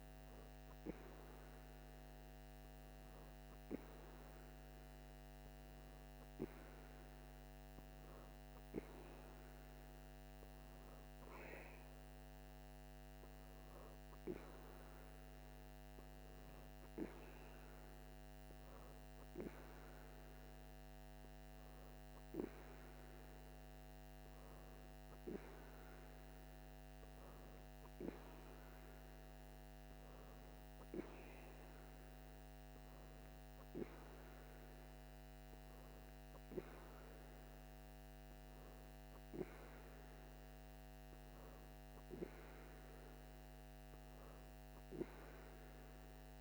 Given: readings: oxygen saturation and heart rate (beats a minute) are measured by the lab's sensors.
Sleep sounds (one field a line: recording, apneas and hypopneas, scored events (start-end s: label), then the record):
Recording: breathing in sleep by a microphone on the trachea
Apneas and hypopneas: none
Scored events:
none scored
From the record:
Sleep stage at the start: N2 (light sleep)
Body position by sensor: on the right side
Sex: female